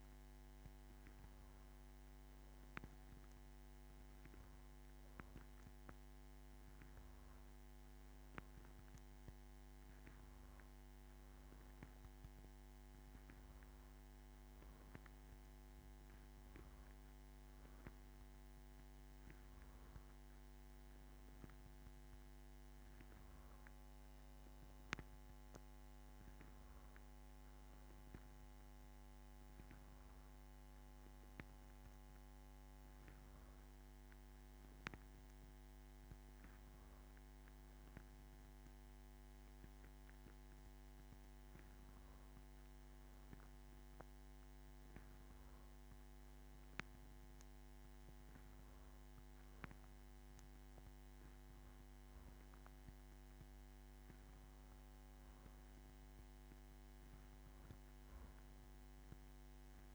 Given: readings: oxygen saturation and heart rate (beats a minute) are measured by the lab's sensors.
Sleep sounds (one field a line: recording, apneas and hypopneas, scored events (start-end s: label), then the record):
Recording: breathing in sleep, hard to hear, by a microphone on the trachea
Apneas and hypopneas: none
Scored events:
none scored
From the record:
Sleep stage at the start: N2 (light sleep)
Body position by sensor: on the back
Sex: female